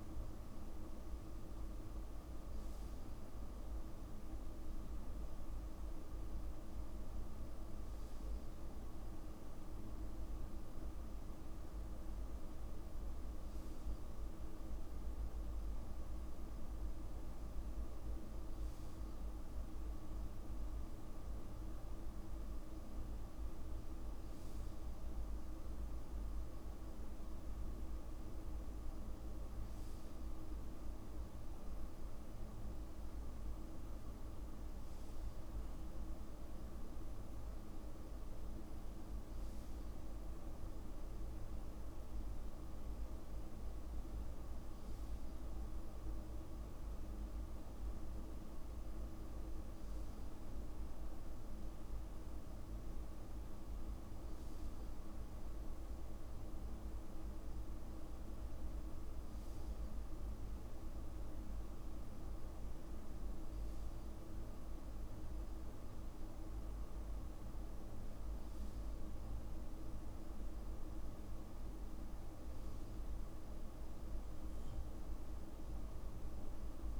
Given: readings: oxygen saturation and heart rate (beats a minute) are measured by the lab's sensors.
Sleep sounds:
breathing in sleep, hard to hear, by a room microphone; none
none scored
From the record:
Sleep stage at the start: N2 (light sleep); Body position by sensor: on the back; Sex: male

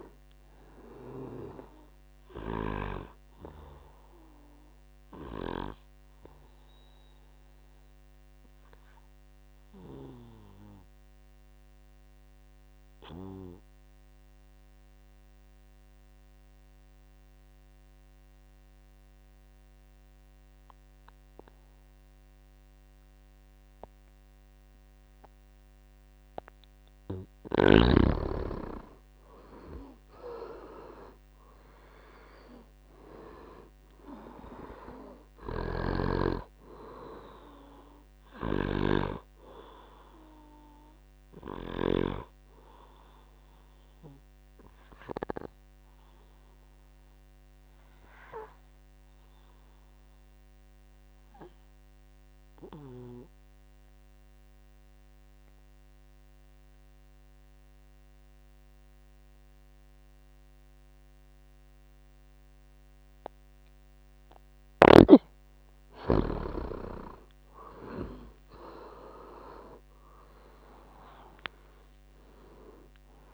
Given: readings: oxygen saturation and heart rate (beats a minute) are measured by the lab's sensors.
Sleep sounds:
breathing in sleep by a microphone on the trachea; 2
0.00-20.50 s: oxygen desaturation (device-marked, oxygen 85% lowest, heart rate 57 extreme)
7.00-26.50 s: obstructive apnea (oxygen 99% before, 82% lowest, heart rate 69 before, 58 extreme, up 19 after)
29.50-33.00 s: arousal
29.50-58.50 s: oxygen desaturation (device-marked, oxygen 99% before, 82% lowest, heart rate 66 before, 55 extreme)
44.00-65.00 s: obstructive apnea (oxygen 99% before, 82% lowest, heart rate 74 before, 54 extreme, up 13 after)
63.50-73.34 s: oxygen desaturation (device-marked, oxygen 99% before, 83% lowest, heart rate 63 before, 54 extreme)
67.50-70.50 s: arousal
From the record:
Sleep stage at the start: N2 (light sleep); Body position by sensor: on the back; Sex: male

